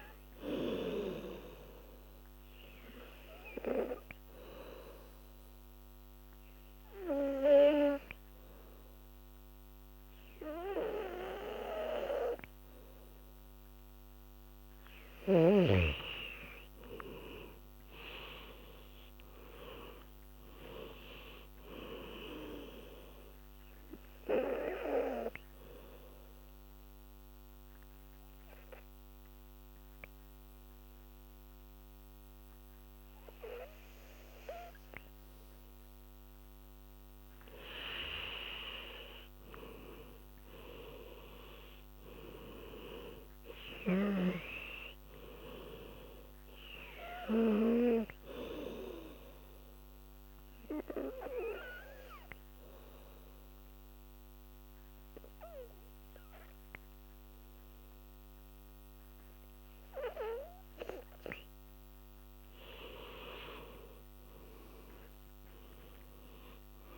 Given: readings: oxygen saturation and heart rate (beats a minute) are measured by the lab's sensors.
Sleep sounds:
breathing in sleep by a microphone on the trachea; 3
2.50-14.00 s: obstructive apnea (oxygen 98% before, 89% lowest, heart rate 79 before, 74 extreme, up 11 after)
16.50-34.50 s: oxygen desaturation (device-marked, oxygen 97% before, 91% lowest, heart rate 79 before, 69 extreme)
17.00-21.00 s: arousal
23.00-36.50 s: obstructive apnea (oxygen 98% before, 89% lowest, heart rate 79 before, 69 extreme, up 9 after)
36.50-57.50 s: oxygen desaturation (device-marked, oxygen 98% before, 89% lowest, heart rate 80 before, 69 extreme)
38.50-42.50 s: arousal
49.00-61.50 s: obstructive apnea (oxygen 98% before, 90% lowest, heart rate 78 before, 70 extreme, up 18 after)
64.50-66.98 s: oxygen desaturation (device-marked, oxygen 99% before, 90% lowest, heart rate 76 before, 73 extreme)
From the record:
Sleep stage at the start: N2 (light sleep); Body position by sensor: on the back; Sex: female

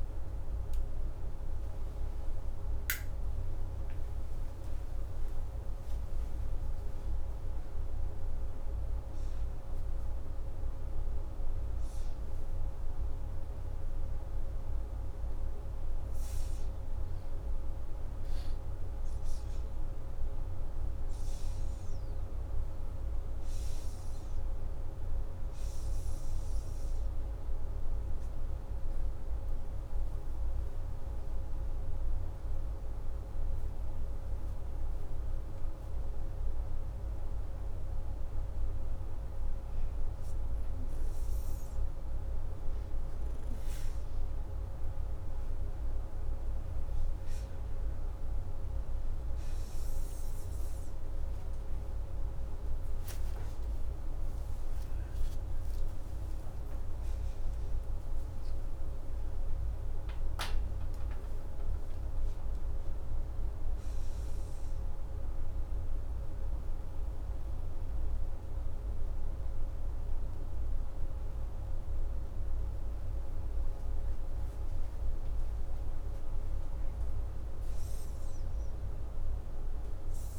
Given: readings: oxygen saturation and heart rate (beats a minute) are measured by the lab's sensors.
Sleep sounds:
breathing in sleep, hard to hear, by a room microphone; 1
9.50-20.00 s: hypopnea (oxygen 96% before, 94% lowest, heart rate 83 before, 83 extreme, up 2 after)
21.50-24.50 s: arousal
53.50-57.50 s: arousal
From the record:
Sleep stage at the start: N2 (light sleep); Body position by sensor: upright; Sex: male

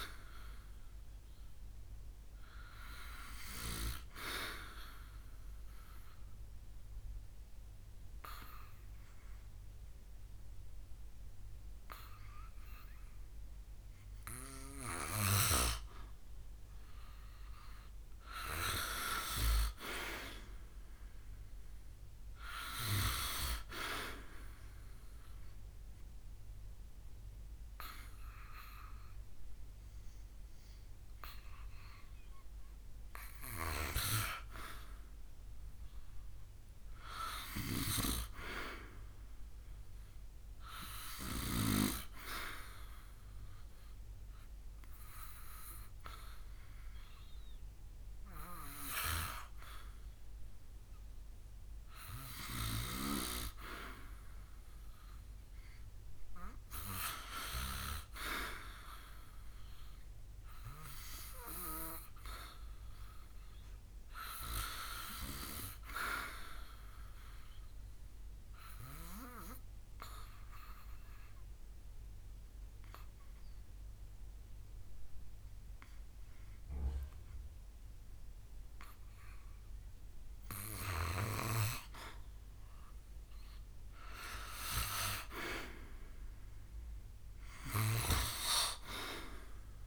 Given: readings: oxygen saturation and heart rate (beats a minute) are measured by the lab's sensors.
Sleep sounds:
breathing in sleep by a room microphone; 3
4.50-15.50 s: obstructive apnea (oxygen 93% before, 92% lowest, heart rate 74 before, 70 extreme, up 6 after)
18.00-22.00 s: arousal
41.50-52.50 s: obstructive apnea (oxygen 97% before, 92% lowest, heart rate 78 before, 69 extreme, up 3 after)
49.50-62.50 s: oxygen desaturation (device-marked, oxygen 95% before, 92% lowest, heart rate 78 before, 68 extreme)
57.00-60.50 s: arousal
67.00-79.00 s: obstructive apnea (oxygen 96% before, 91% lowest, heart rate 72 before, 68 extreme, up 4 after)
83.00-86.00 s: arousal
From the record:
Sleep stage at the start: N2 (light sleep); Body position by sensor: on the back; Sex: male

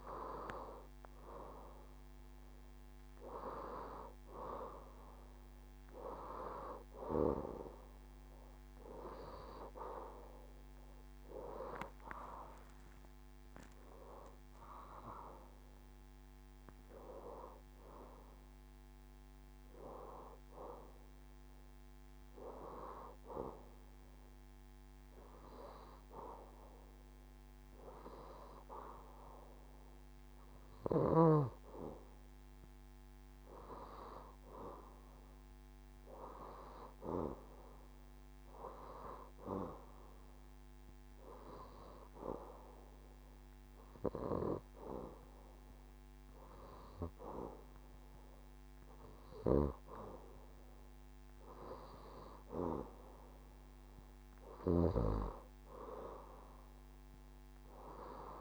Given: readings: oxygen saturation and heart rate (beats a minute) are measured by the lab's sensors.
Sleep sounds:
a person partly awake in a sleep study, by a microphone on the trachea; 1
2.50-58.41 s: new sleep stage, N2 (light sleep)
12.50-22.50 s: oxygen desaturation (device-marked, oxygen 94% before, 90% lowest, heart rate 70 before, 70 extreme)
22.50-33.00 s: hypopnea (oxygen 94% before, 89% lowest, heart rate 72 before, 70 extreme, up 4 after)
35.00-40.00 s: arousal
From the record:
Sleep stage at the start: awake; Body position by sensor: on the left side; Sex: female

